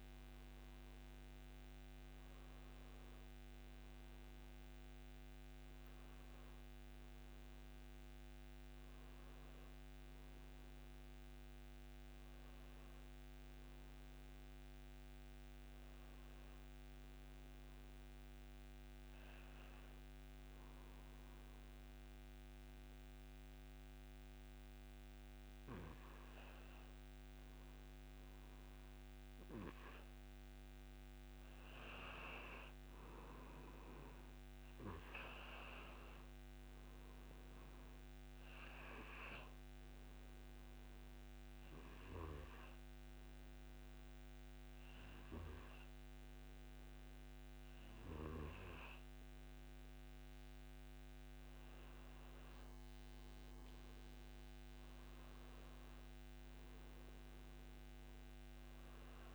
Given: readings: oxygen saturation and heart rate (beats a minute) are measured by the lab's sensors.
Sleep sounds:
breathing in sleep by a microphone on the trachea; 1
0.00-13.00 s: oxygen desaturation (device-marked, oxygen 91% lowest, heart rate 26 extreme)
32.00-36.00 s: arousal
36.00-52.00 s: oxygen desaturation (device-marked, oxygen 96% before, 92% lowest)
39.50-51.50 s: obstructive apnea (oxygen 96% before, 90% lowest)
53.00-56.50 s: arousal
From the record:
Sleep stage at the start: N2 (light sleep); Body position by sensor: on the back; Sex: male

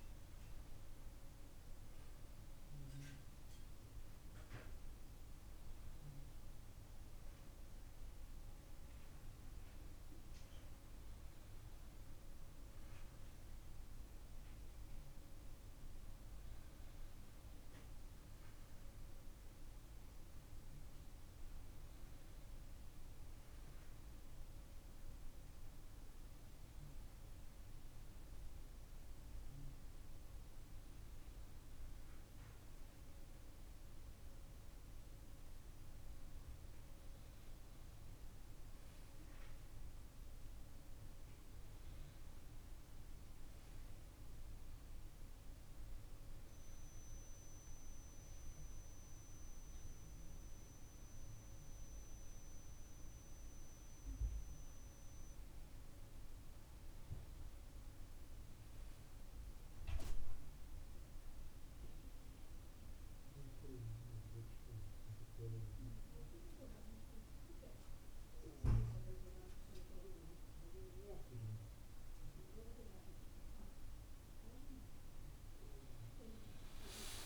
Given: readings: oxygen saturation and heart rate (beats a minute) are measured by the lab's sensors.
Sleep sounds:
breathing in sleep by a room microphone; none
none scored
From the record:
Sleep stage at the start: N2 (light sleep); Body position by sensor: on the back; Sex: male

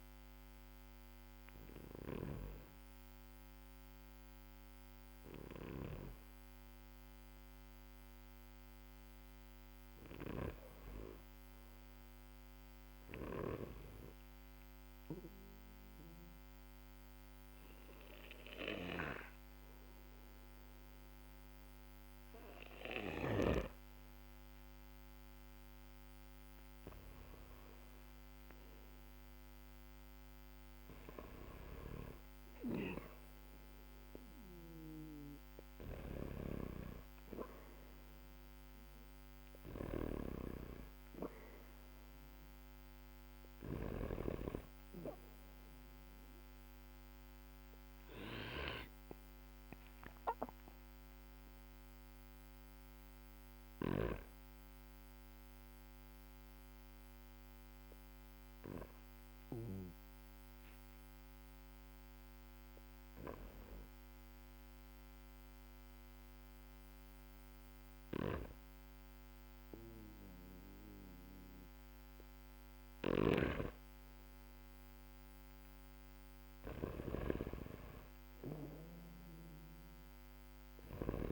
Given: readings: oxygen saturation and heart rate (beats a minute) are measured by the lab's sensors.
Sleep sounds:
breathing in sleep by a microphone on the trachea; 2
0.00-3.00 s: oxygen desaturation (device-marked, oxygen 95% lowest, heart rate 45 extreme)
1.50-5.50 s: snoring (device-marked)
14.00-27.00 s: obstructive apnea (oxygen 99% before, 95% lowest, heart rate 52 before, 46 extreme, up 11 after)
30.00-34.50 s: arousal
35.50-44.00 s: snoring (device-marked)
45.50-73.00 s: obstructive apnea (oxygen 99% before, 95% lowest, heart rate 54 before, 44 extreme, up 2 after)
67.50-81.32 s: snoring (device-marked)
76.50-80.00 s: arousal
From the record:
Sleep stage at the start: N2 (light sleep); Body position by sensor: on the back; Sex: male

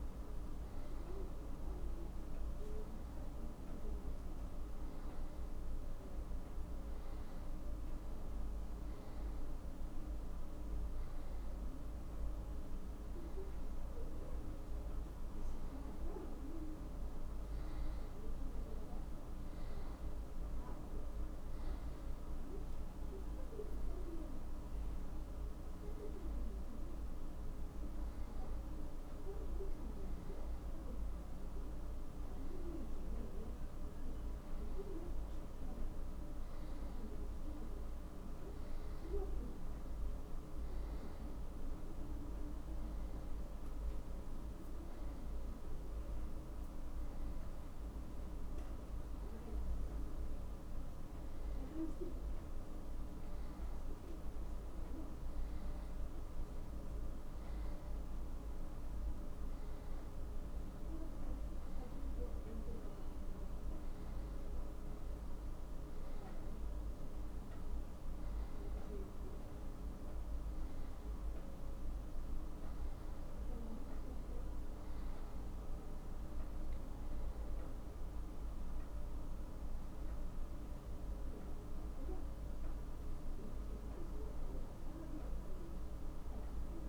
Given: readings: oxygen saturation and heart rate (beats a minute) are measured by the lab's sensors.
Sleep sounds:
breathing in sleep, hard to hear, by a room microphone; none
none scored
From the record:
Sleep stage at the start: N2 (light sleep); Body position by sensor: on the back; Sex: male

